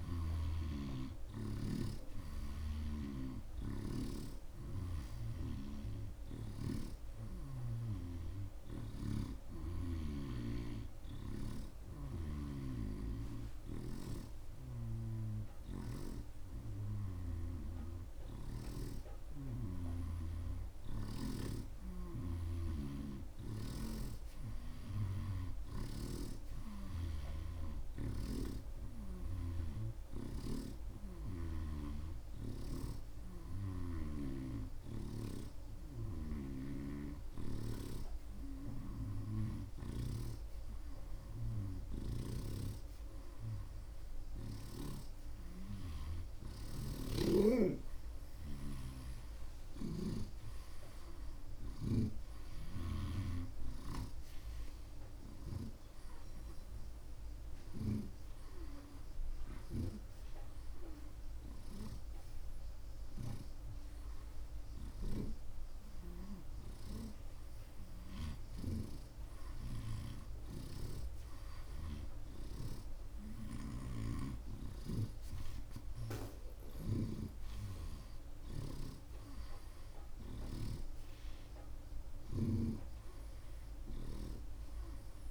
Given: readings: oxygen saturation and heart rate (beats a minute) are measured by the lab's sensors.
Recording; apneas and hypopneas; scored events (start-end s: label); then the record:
breathing in sleep by a room microphone; none
13.50-19.00 s: snoring (device-marked)
26.00-30.50 s: snoring (device-marked)
30.00-41.00 s: oxygen desaturation (device-marked, oxygen 88% before, 84% lowest)
37.50-42.50 s: snoring (device-marked)
63.00-79.00 s: snoring (device-marked)
82.00-85.31 s: oxygen desaturation (device-marked, oxygen 89% before, 84% lowest)
From the record:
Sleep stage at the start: N2 (light sleep); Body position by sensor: on the right side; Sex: male